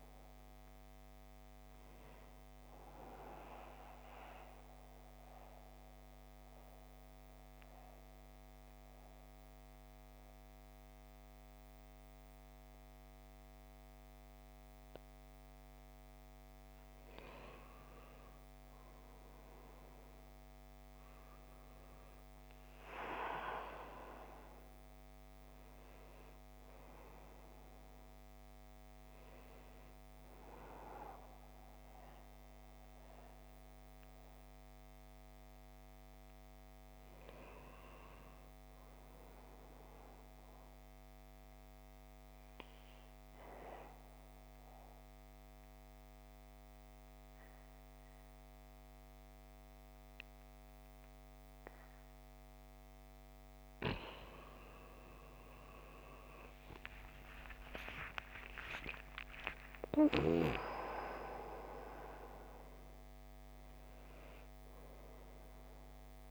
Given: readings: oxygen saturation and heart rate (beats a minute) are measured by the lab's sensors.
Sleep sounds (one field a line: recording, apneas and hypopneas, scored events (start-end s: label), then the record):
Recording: breathing in sleep by a microphone on the trachea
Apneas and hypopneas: 2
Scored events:
0.00-16.50 s: oxygen desaturation (device-marked, oxygen 92% lowest, heart rate 51 extreme)
3.00-16.50 s: central apnea (oxygen 97% before, 90% lowest, heart rate 59 before, 51 extreme, up 10 after)
19.00-23.50 s: arousal
32.50-42.50 s: oxygen desaturation (device-marked, oxygen 97% before, 92% lowest, heart rate 57 before, 55 extreme)
36.50-66.31 s: new sleep stage, N2 (light sleep)
38.50-53.00 s: central apnea (oxygen 97% before, 90% lowest, heart rate 58 before, 51 extreme, up 29 after)
64.50-66.31 s: oxygen desaturation (device-marked, oxygen 95% before, 90% lowest, heart rate 65 before, 50 extreme)
From the record:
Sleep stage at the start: N1 (lightest sleep)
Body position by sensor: on the back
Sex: male